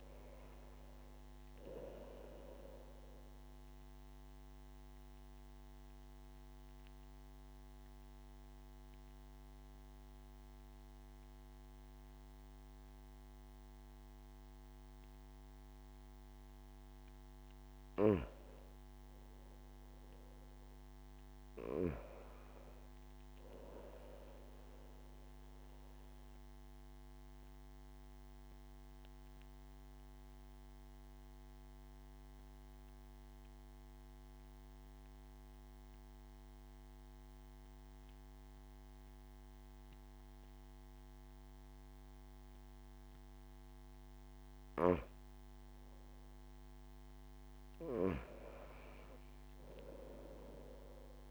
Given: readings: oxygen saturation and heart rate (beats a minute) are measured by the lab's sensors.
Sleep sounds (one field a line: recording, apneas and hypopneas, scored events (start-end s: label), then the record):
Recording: breathing in sleep by a microphone on the trachea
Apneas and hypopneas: 2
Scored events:
4.50-17.50 s: obstructive apnea (oxygen 96% before, 92% lowest)
19.50-22.50 s: arousal
26.50-43.50 s: obstructive apnea (oxygen 97% before, 92% lowest)
45.50-49.00 s: arousal
48.50-51.31 s: oxygen desaturation (device-marked, oxygen 96% before, 92% lowest)
From the record:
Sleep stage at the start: N2 (light sleep)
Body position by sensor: on the back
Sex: male